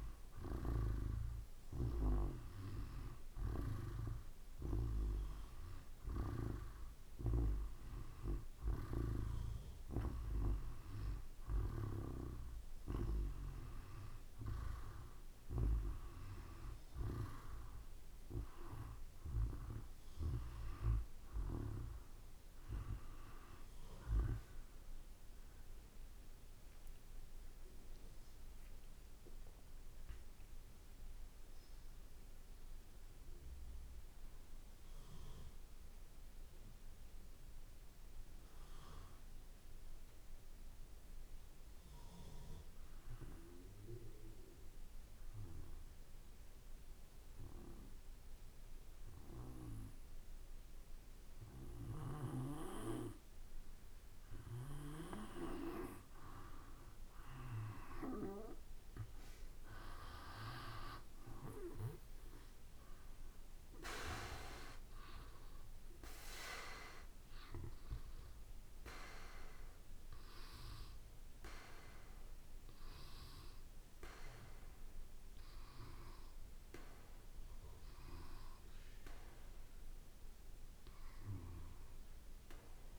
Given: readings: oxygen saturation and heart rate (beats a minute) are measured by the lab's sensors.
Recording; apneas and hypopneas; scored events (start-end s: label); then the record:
breathing in sleep by a room microphone; 1
0.00-2.50 s: arousal
0.00-13.50 s: oxygen desaturation (device-marked, oxygen 91% lowest, heart rate 57 extreme)
26.50-31.00 s: arousal
41.00-54.50 s: mixed apnea (oxygen 95% before, 86% lowest, heart rate 58 before, 53 extreme, up 8 after)
55.50-82.99 s: oxygen desaturation (device-marked, oxygen 96% before, 86% lowest, heart rate 55 before, 53 extreme)
58.00-63.00 s: arousal
From the record:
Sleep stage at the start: N2 (light sleep); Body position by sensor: on the back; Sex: male